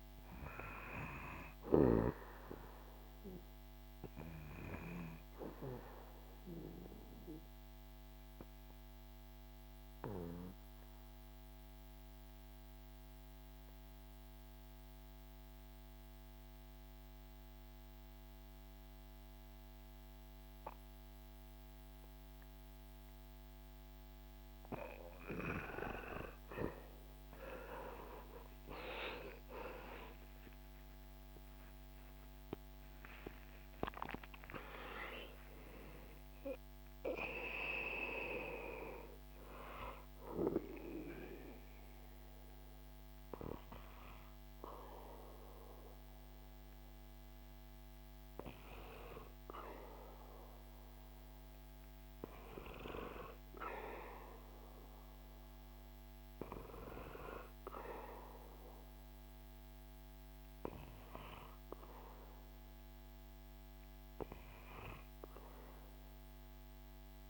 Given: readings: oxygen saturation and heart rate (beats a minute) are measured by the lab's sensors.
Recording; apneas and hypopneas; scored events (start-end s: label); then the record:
breathing in sleep by a microphone on the trachea; 2
5.00-24.50 s: obstructive apnea (oxygen 98% before, 87% lowest, heart rate 74 before, 66 extreme)
25.00-30.00 s: arousal
32.00-54.00 s: oxygen desaturation (device-marked, oxygen 96% before, 87% lowest, heart rate 83 before, 67 extreme)
37.50-48.00 s: obstructive apnea (oxygen 96% before, 87% lowest, heart rate 98 before, 67 extreme, up 9 after)
50.00-55.50 s: arousal
From the record:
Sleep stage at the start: N2 (light sleep); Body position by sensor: on the back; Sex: male